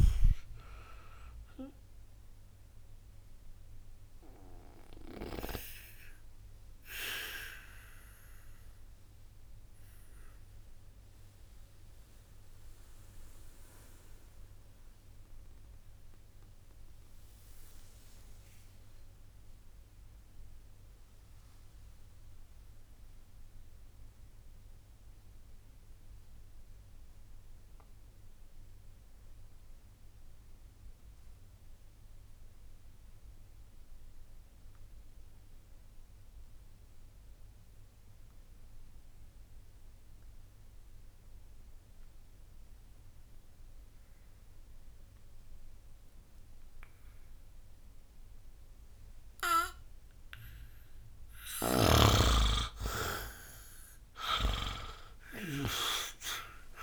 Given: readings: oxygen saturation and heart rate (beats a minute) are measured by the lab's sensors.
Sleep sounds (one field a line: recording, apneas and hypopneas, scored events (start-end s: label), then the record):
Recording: breathing in sleep by a room microphone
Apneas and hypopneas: 1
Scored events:
0.00-26.50 s: oxygen desaturation (device-marked, oxygen 80% lowest, heart rate 50 extreme)
7.00-51.00 s: obstructive apnea (oxygen 96% before, 80% lowest, heart rate 124 before, 50 extreme, up 54 after)
8.50-12.50 s: bradycardia (device-marked, heart rate 77 before, 56 extreme)
19.50-22.50 s: bradycardia (device-marked, heart rate 77 before, 80 extreme)
47.50-56.83 s: oxygen desaturation (device-marked, oxygen 98% before, 80% lowest, heart rate 61 before, 52 extreme)
51.00-56.83 s: snoring (device-marked)
54.50-56.83 s: arousal
From the record:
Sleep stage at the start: N2 (light sleep)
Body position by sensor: on the back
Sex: male